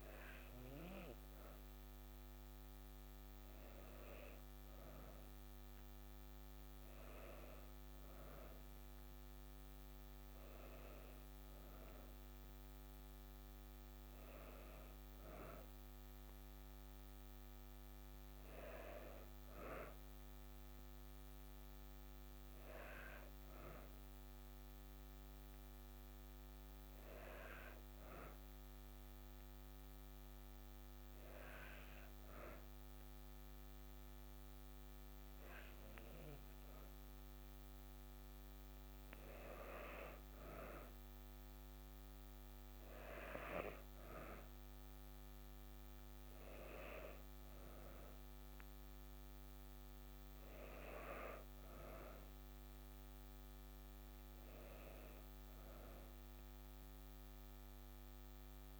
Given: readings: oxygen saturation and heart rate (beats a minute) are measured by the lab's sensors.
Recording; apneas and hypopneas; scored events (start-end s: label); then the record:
breathing in sleep by a microphone on the trachea; none
none scored
From the record:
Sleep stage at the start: N2 (light sleep); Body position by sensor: on the back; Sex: female